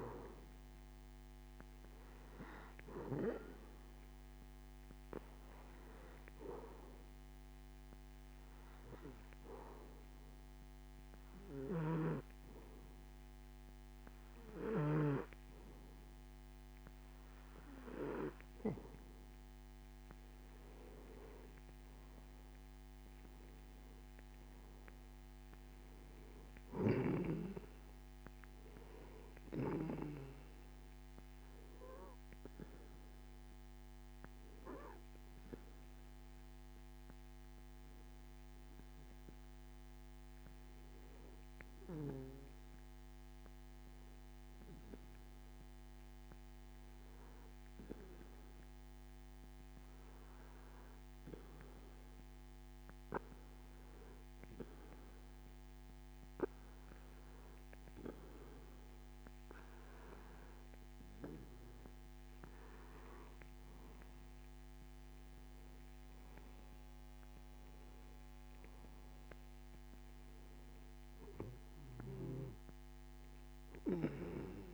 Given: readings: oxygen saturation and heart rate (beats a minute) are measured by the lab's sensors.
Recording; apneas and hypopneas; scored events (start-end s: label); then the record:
breathing in sleep by a microphone on the trachea; 2
9.50-20.50 s: hypopnea (oxygen 95% before, 91% lowest)
12.00-15.50 s: snoring (device-marked)
22.00-26.50 s: arousal
33.50-60.00 s: hypopnea (oxygen 93% before, 91% lowest)
62.50-72.50 s: oxygen desaturation (device-marked, oxygen 95% before, 91% lowest)
64.00-69.00 s: arousal
From the record:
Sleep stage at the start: N2 (light sleep); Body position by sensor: on the back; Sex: male